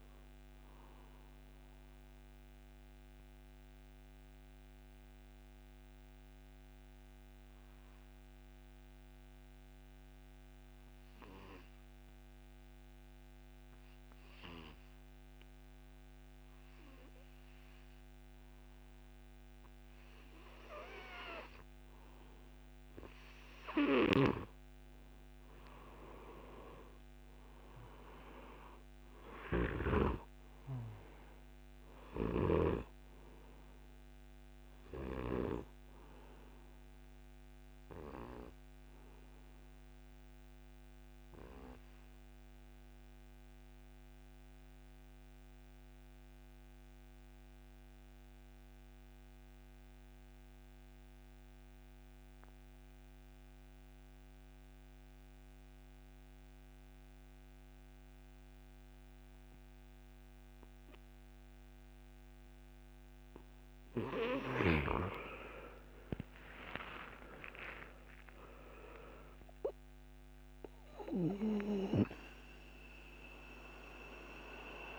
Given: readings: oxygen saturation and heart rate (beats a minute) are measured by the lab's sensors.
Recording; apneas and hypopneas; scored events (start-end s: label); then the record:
breathing in sleep by a microphone on the trachea; 2
0.00-3.00 s: oxygen desaturation (device-marked, oxygen 92% lowest)
1.00-24.00 s: mixed apnea (oxygen 99% before, 84% lowest)
22.00-48.00 s: oxygen desaturation (device-marked, oxygen 99% before, 87% lowest)
25.50-29.50 s: arousal
37.50-62.50 s: obstructive apnea (oxygen 99% before, 84% lowest)
60.00-74.99 s: oxygen desaturation (device-marked, oxygen 98% before, 84% lowest)
65.50-70.00 s: arousal
From the record:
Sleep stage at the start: N2 (light sleep); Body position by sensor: on the back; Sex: male